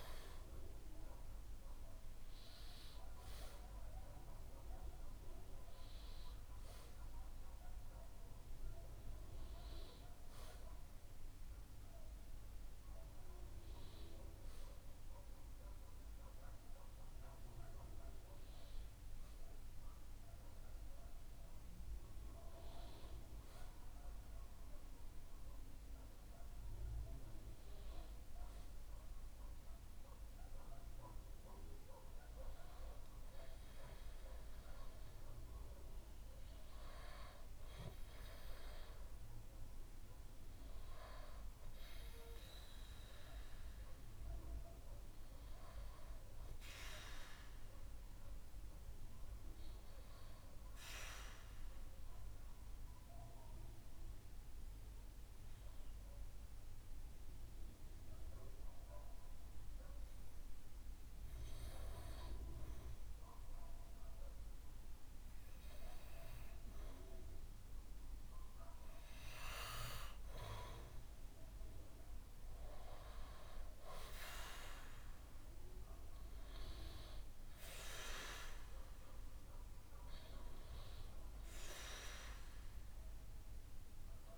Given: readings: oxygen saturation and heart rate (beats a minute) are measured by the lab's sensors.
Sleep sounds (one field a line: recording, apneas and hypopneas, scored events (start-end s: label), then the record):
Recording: breathing in sleep by a room microphone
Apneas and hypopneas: 1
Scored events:
39.50-44.00 s: arousal
50.50-67.50 s: obstructive apnea (oxygen 98% before, 93% lowest, heart rate 69 before, 65 extreme, up 6 after)
64.00-77.00 s: oxygen desaturation (device-marked, oxygen 96% before, 93% lowest, heart rate 67 before, 63 extreme)
69.50-74.00 s: arousal
From the record:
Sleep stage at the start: N1 (lightest sleep)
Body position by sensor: on the back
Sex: male